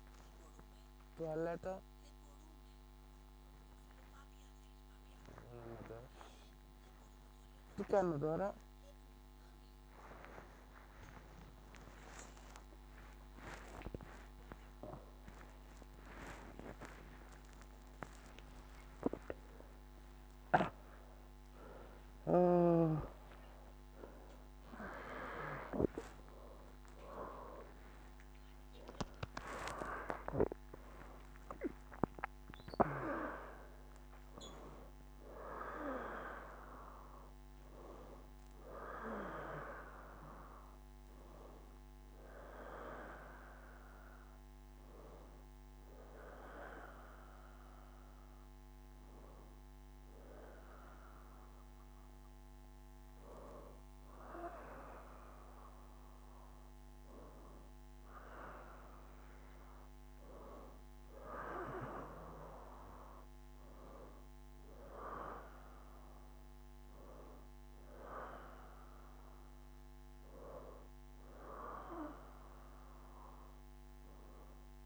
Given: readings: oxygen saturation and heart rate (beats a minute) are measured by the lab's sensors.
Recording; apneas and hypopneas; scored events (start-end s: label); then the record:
a person awake in a sleep study, by a microphone on the trachea; none
0.00-3.00 s: oxygen desaturation (device-marked, oxygen 91% lowest, heart rate 75 extreme)
16.00-18.00 s: long interval between heartbeats (device-marked, heart rate 89 before, 120 extreme)
28.50-30.50 s: long interval between heartbeats (device-marked, heart rate 128 before, 140 extreme)
49.00-74.86 s: new sleep stage, N1 (lightest sleep)
From the record:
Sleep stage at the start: awake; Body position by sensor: on the back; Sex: female